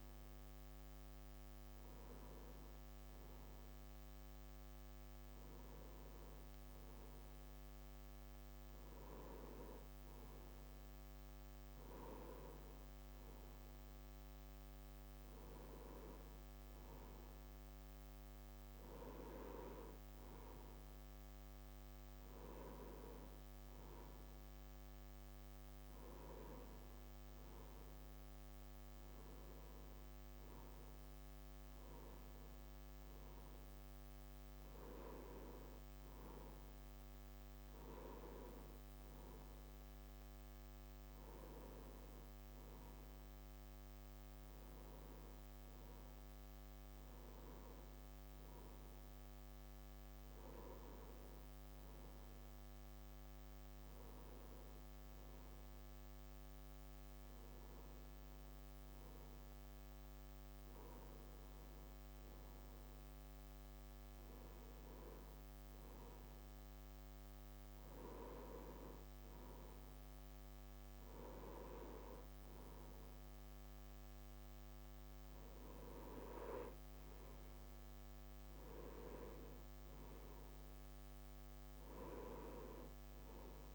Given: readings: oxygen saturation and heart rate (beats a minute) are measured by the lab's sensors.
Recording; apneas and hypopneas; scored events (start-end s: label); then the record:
breathing in sleep by a microphone on the trachea; none
none scored
From the record:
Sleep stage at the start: N2 (light sleep); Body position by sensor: on the right side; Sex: male